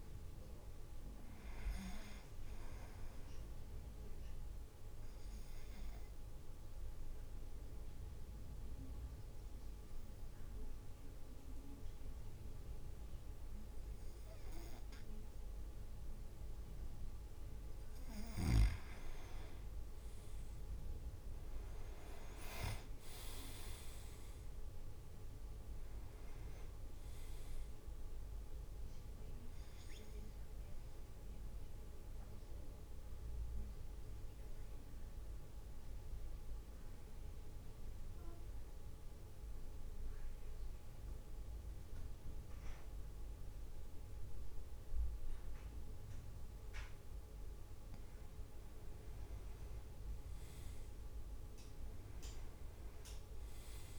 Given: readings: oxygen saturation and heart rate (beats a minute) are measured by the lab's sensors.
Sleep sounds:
breathing in sleep by a room microphone; 2
0.00-6.00 s: drop in pulse transit time (device-marked, heart rate 53 extreme)
5.00-17.50 s: obstructive apnea (oxygen 98% before, 96% lowest, heart rate 56 before, 51 extreme, up 6 after)
21.00-25.50 s: arousal
22.00-36.00 s: drop in pulse transit time (device-marked, heart rate 55 before, 51 extreme)
30.50-47.50 s: central apnea (oxygen 98% before, 96% lowest, heart rate 57 before, 52 extreme, up 3 after)
49.50-50.50 s: leg movement (device-marked)
50.00-53.99 s: arousal
52.00-53.99 s: drop in pulse transit time (device-marked, heart rate 54 before, 54 extreme)
From the record:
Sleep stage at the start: N2 (light sleep); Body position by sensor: on the back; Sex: male

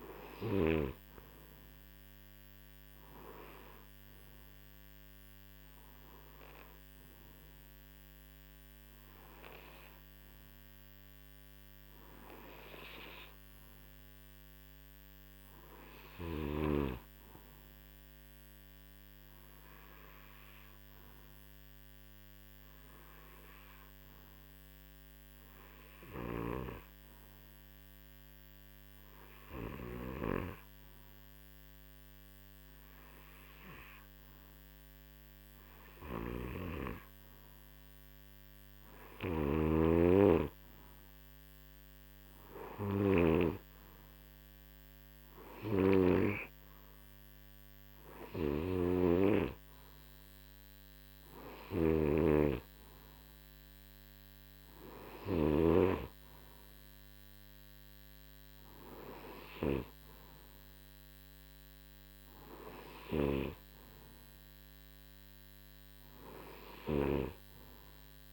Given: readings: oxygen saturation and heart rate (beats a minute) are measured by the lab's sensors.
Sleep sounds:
breathing in sleep by a microphone on the trachea; 1
0.00-12.00 s: oxygen desaturation (device-marked, oxygen 91% lowest, heart rate 53 extreme)
12.50-15.50 s: arousal
17.00-37.50 s: hypopnea (oxygen 95% before, 90% lowest, heart rate 63 before, 53 extreme, up 14 after)
26.00-30.00 s: snoring (device-marked)
36.00-46.00 s: snoring (device-marked)
40.00-44.00 s: arousal
44.00-65.00 s: oxygen desaturation (device-marked, oxygen 95% before, 90% lowest, heart rate 62 before, 48 extreme)
48.00-55.50 s: snoring (device-marked)
66.50-68.33 s: snoring (device-marked)
From the record:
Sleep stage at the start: N2 (light sleep); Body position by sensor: on the right side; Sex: male

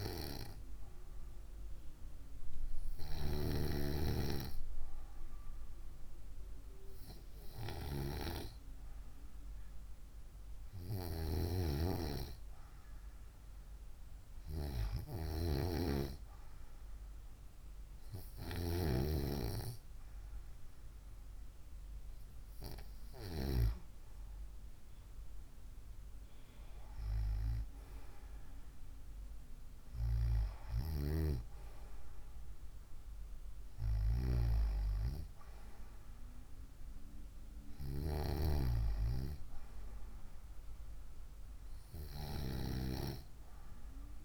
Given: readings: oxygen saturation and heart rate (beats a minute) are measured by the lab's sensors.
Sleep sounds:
breathing in sleep by a room microphone; none
none scored
From the record:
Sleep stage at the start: N2 (light sleep); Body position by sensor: on the right side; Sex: female

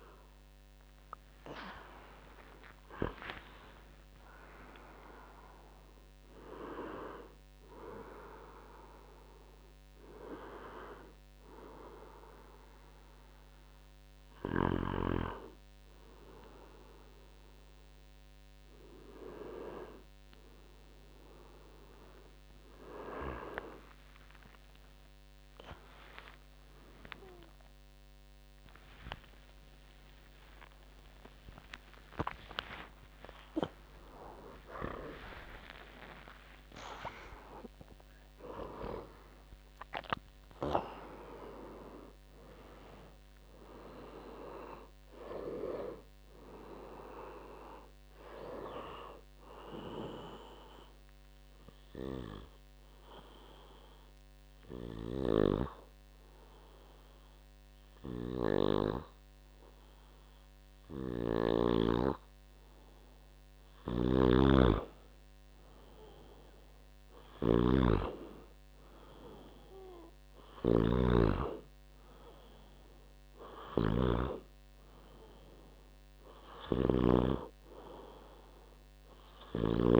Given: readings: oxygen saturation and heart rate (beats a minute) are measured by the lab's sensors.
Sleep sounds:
a person awake in a sleep study, by a microphone on the trachea; 1
0.00-6.00 s: tachycardia (device-marked)
23.00-39.00 s: tachycardia (device-marked)
48.00-80.00 s: new sleep stage, N2 (light sleep)
51.50-63.50 s: hypopnea (oxygen 99% before, 93% lowest, heart rate 115 before, 55 extreme, up 8 after)
64.00-77.50 s: snoring (device-marked)
66.50-69.50 s: arousal
69.00-80.00 s: oxygen desaturation (device-marked, oxygen 99% before, 95% lowest, heart rate 60 before, 61 extreme)
From the record:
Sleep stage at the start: awake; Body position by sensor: on the back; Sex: male

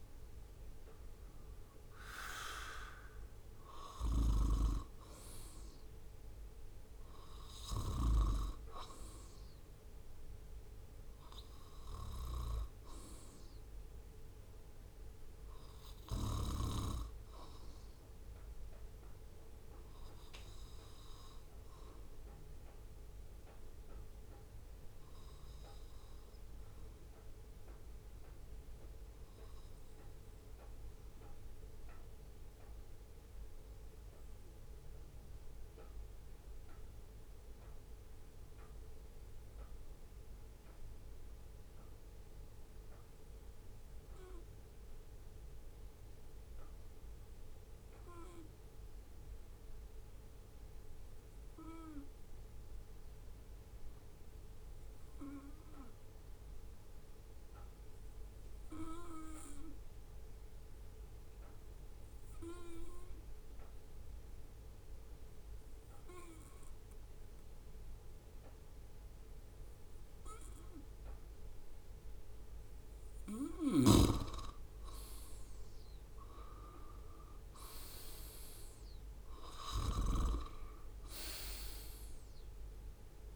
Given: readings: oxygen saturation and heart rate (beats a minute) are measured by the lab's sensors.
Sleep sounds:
breathing in sleep by a room microphone; 1
3.50-7.50 s: snoring (device-marked)
34.00-71.00 s: obstructive apnea (oxygen 99% before, 92% lowest, heart rate 63 before, 64 extreme, up 7 after)
69.00-83.36 s: oxygen desaturation (device-marked, oxygen 97% before, 94% lowest, heart rate 66 before, 64 extreme)
73.00-83.36 s: snoring (device-marked)
73.50-77.50 s: arousal
From the record:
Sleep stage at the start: N2 (light sleep); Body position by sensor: on the right side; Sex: male

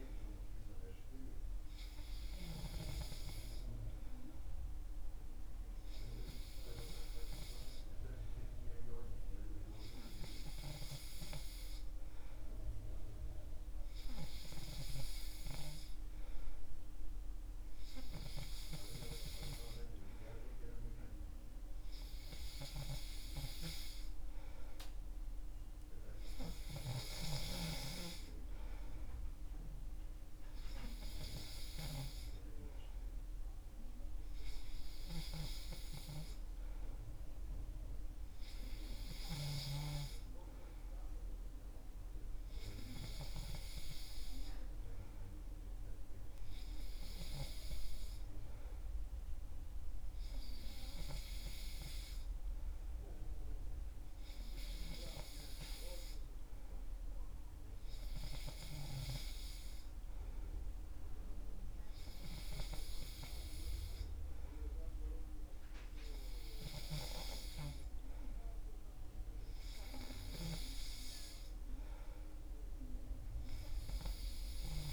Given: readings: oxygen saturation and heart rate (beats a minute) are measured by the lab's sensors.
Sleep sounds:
breathing in sleep by a room microphone; none
none scored
From the record:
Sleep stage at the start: N3 (deep sleep); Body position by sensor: on the back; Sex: male

